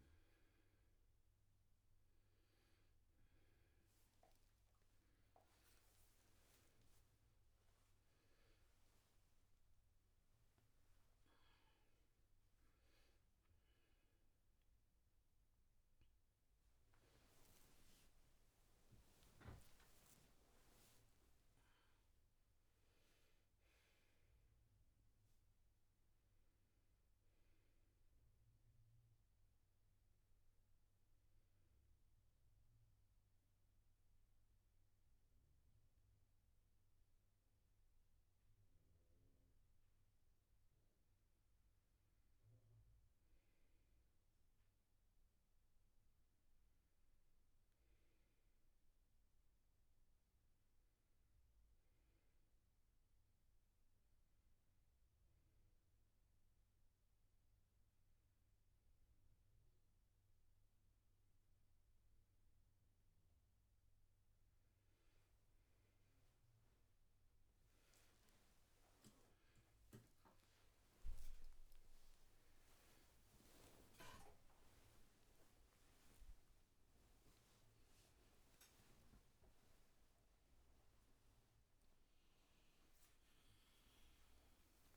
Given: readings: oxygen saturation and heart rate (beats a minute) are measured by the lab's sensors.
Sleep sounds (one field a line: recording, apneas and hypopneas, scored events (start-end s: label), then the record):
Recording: a person partly awake in a sleep study, hard to hear, by a room microphone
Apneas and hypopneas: 1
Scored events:
0.00-14.50 s: oxygen desaturation (device-marked, oxygen 86% lowest, heart rate 72 extreme)
15.50-75.50 s: new sleep stage, N1 (lightest sleep)
31.50-42.50 s: obstructive apnea (oxygen 100% before, 95% lowest, heart rate 105 before, 68 extreme, up 1 after)
45.50-48.50 s: arousal
45.50-58.50 s: oxygen desaturation (device-marked, oxygen 99% before, 95% lowest, heart rate 74 before, 69 extreme)
75.50-84.97 s: new sleep stage, awake
From the record:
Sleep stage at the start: awake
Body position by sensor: on the back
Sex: male